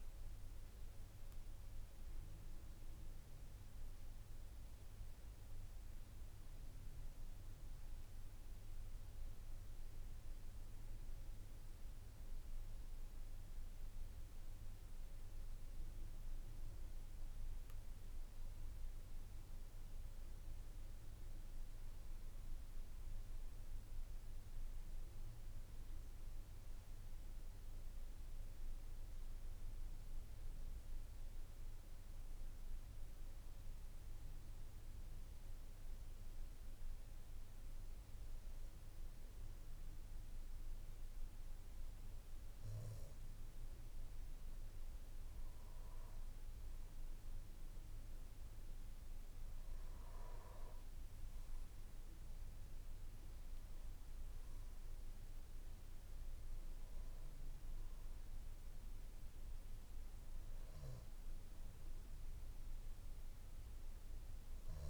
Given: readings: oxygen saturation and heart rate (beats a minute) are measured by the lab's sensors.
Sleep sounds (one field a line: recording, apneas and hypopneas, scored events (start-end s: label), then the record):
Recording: breathing in sleep, hard to hear, by a room microphone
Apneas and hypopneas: 2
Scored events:
6.00-19.00 s: hypopnea (oxygen 98% before, 94% lowest, heart rate 60 before, 54 extreme, up 7 after)
22.00-26.00 s: arousal
33.50-46.00 s: hypopnea (oxygen 97% before, 92% lowest, heart rate 58 before, 55 extreme, up 2 after)
48.00-51.00 s: arousal
From the record:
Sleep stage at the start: N2 (light sleep)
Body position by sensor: on the back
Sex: male